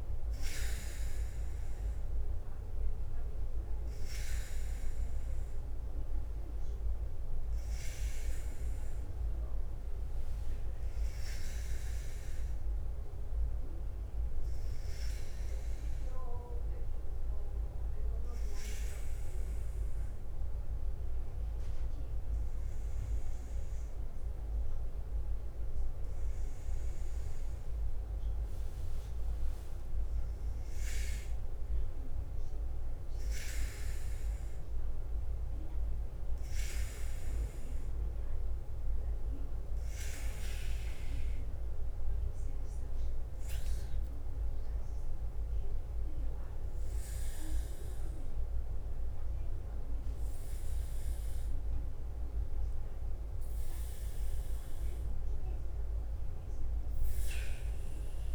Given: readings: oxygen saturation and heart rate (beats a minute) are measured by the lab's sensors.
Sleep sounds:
breathing in sleep, hard to hear, by a room microphone; 1
0.00-3.50 s: oxygen desaturation (device-marked, oxygen 94% lowest, heart rate 45 extreme)
0.00-58.35 s: bradycardia (device-marked, heart rate 45 extreme)
13.00-26.50 s: hypopnea (oxygen 99% before, 97% lowest, heart rate 54 before, 45 extreme, up 10 after)
30.00-34.00 s: arousal
From the record:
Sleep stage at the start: N2 (light sleep); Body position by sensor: on the back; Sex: male

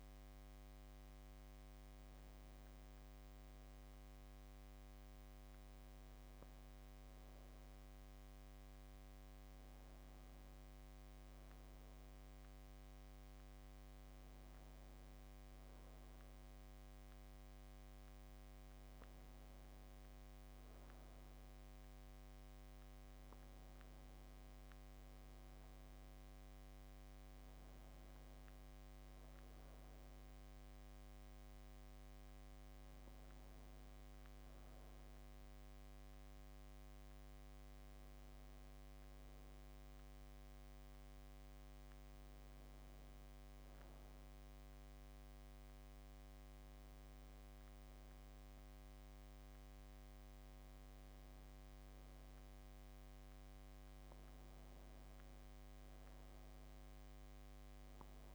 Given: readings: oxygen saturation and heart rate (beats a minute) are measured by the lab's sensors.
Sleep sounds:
breathing in sleep, hard to hear, by a microphone on the trachea; none
none scored
From the record:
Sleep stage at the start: N2 (light sleep); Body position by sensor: on the back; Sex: male

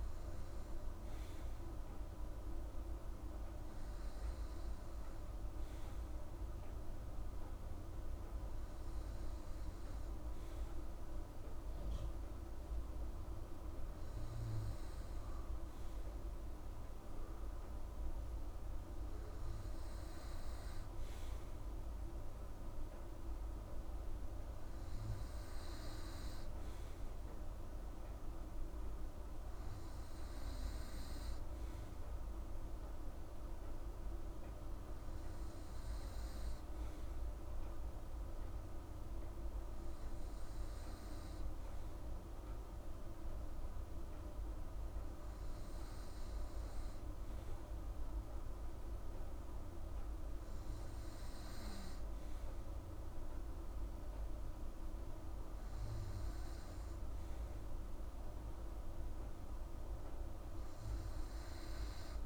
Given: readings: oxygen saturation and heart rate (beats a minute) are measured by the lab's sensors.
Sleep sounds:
breathing in sleep, hard to hear, by a room microphone; none
none scored
From the record:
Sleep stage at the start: N2 (light sleep); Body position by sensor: on the right side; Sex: female

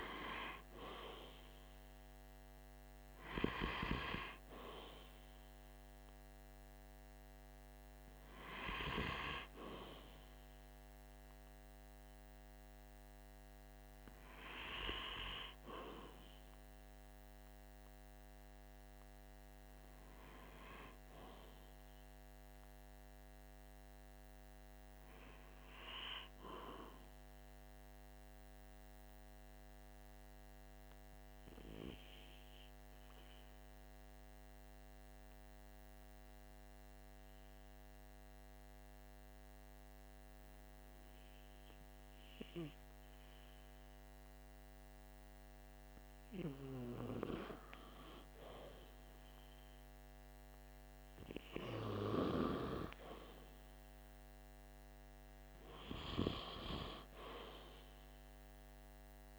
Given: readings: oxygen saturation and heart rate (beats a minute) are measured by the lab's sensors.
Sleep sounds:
breathing in sleep by a microphone on the trachea; 1
27.00-45.50 s: obstructive apnea (oxygen 95% before, 94% lowest, heart rate 48 before, 47 extreme, up 1 after)
47.00-50.50 s: arousal
From the record:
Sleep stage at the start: REM sleep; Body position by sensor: on the right side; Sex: male

